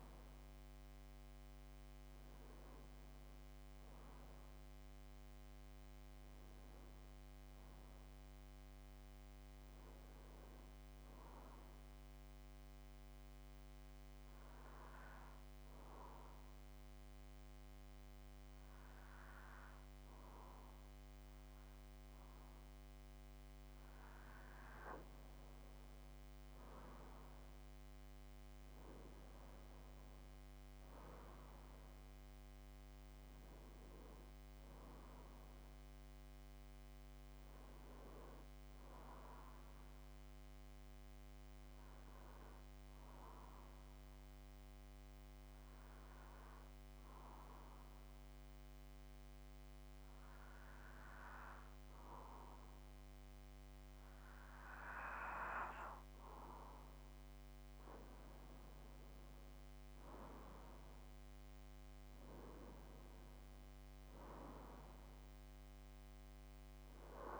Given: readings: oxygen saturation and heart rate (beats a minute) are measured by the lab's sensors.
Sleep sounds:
breathing in sleep by a microphone on the trachea; 2
11.50-23.00 s: obstructive apnea (oxygen 96% before, 92% lowest)
25.50-30.00 s: arousal
43.00-55.50 s: obstructive apnea (oxygen 95% before, 91% lowest)
57.50-61.00 s: arousal
61.50-67.40 s: oxygen desaturation (device-marked, oxygen 96% before, 92% lowest)
From the record:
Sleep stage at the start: N2 (light sleep); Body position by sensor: on the back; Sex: male

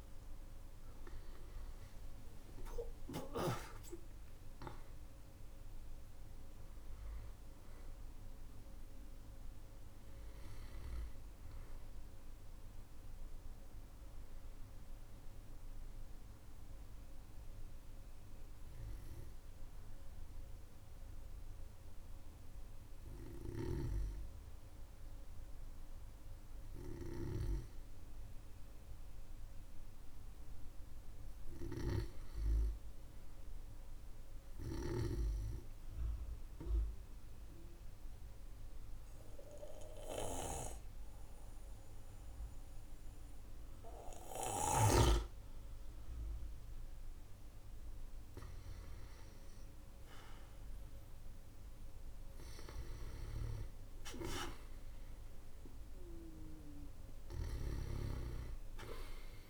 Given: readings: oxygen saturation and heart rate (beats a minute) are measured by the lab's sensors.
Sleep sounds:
breathing in sleep by a room microphone; 1
0.00-4.50 s: arousal
0.00-24.50 s: oxygen desaturation (device-marked, oxygen 95% lowest, heart rate 45 extreme)
23.00-27.00 s: snoring (device-marked)
35.50-48.50 s: obstructive apnea (oxygen 99% before, 95% lowest, heart rate 52 before, 46 extreme, up 11 after)
51.50-56.00 s: arousal
57.00-59.50 s: snoring (device-marked)
From the record:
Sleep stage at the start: N2 (light sleep); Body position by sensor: on the back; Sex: male

